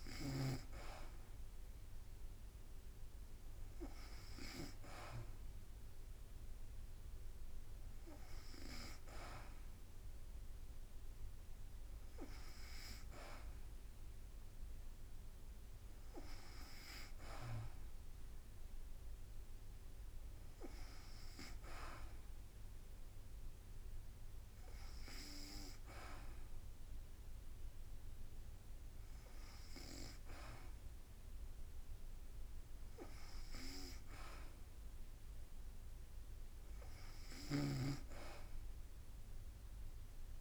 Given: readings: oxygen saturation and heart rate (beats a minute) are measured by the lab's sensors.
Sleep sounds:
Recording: breathing in sleep by a room microphone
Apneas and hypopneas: none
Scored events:
0.00-3.50 s: drop in pulse transit time (device-marked, heart rate 53 extreme)
37.00-40.41 s: snoring (device-marked)
From the record:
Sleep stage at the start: N2 (light sleep)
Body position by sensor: on the back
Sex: female

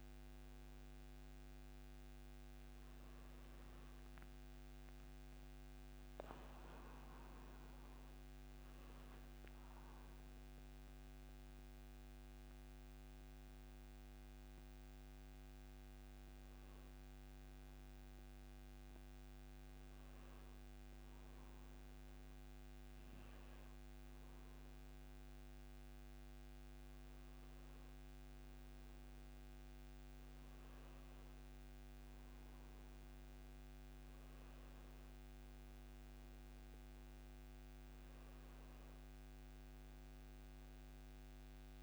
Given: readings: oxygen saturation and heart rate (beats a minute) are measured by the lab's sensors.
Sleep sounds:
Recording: breathing in sleep, hard to hear, by a microphone on the trachea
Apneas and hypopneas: none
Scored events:
6.00-13.00 s: oxygen desaturation (device-marked, oxygen 98% before, 93% lowest)
27.00-41.83 s: oxygen desaturation (device-marked, oxygen 97% before, 93% lowest)
34.00-41.83 s: new sleep stage, N2 (light sleep)
From the record:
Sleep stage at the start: N1 (lightest sleep)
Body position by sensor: on the back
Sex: male

